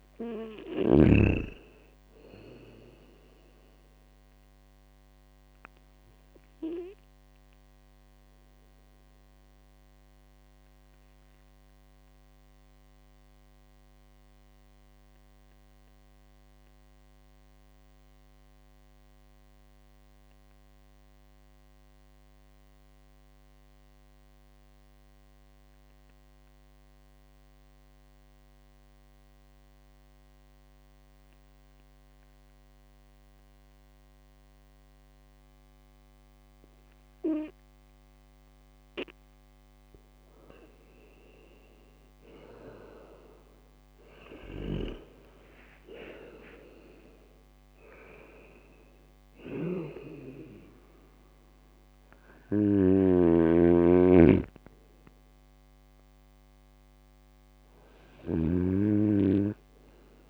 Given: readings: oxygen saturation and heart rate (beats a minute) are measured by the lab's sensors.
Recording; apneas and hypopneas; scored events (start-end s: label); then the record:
breathing in sleep by a microphone on the trachea; 1
8.00-40.00 s: mixed apnea (oxygen 100% before, 97% lowest)
43.00-47.00 s: arousal
49.00-58.50 s: snoring (device-marked)
From the record:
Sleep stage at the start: N2 (light sleep); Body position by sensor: on the right side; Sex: male